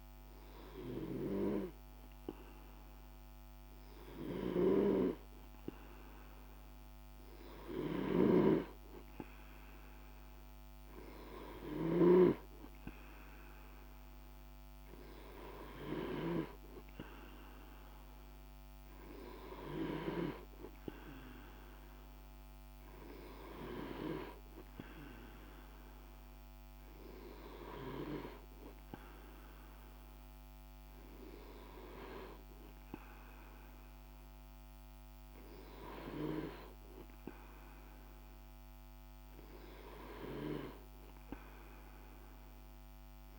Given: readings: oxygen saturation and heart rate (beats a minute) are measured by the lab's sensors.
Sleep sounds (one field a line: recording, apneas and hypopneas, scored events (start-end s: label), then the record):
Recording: breathing in sleep by a microphone on the trachea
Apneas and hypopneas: none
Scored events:
none scored
From the record:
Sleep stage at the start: N2 (light sleep)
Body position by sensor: on the back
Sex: male